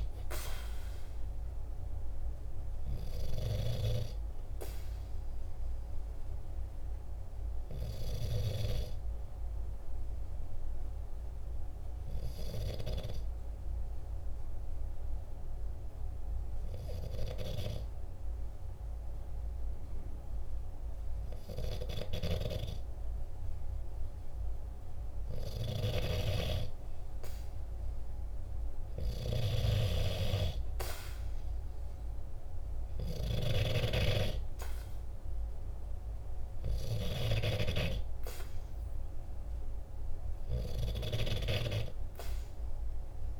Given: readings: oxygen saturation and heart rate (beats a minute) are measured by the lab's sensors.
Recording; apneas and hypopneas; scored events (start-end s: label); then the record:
breathing in sleep by a room microphone; 1
4.50-24.00 s: obstructive apnea (oxygen 96% before, 94% lowest, heart rate 48 before, 47 extreme, up 1 after)
26.50-29.50 s: arousal
From the record:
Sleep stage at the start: N2 (light sleep); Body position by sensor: on the right side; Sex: male